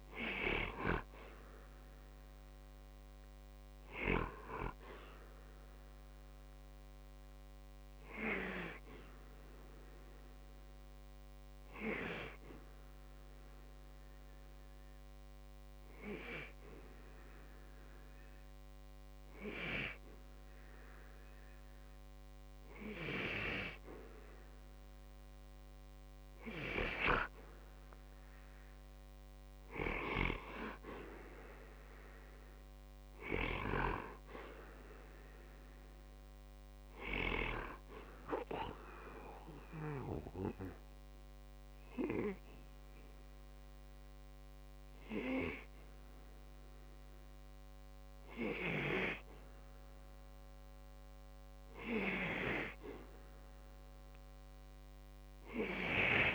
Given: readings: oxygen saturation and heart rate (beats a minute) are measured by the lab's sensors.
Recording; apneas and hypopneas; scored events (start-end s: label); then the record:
breathing in sleep by a microphone on the trachea; 2
3.00-7.00 s: arousal
11.00-22.00 s: hypopnea (oxygen 94% before, 91% lowest, heart rate 61 before, 61 extreme, up 1 after)
28.00-32.00 s: arousal
38.00-48.00 s: hypopnea (oxygen 95% before, 91% lowest, heart rate 64 before, 60 extreme, up 2 after)
50.00-54.00 s: arousal
From the record:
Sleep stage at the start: N2 (light sleep); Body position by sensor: on the back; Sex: male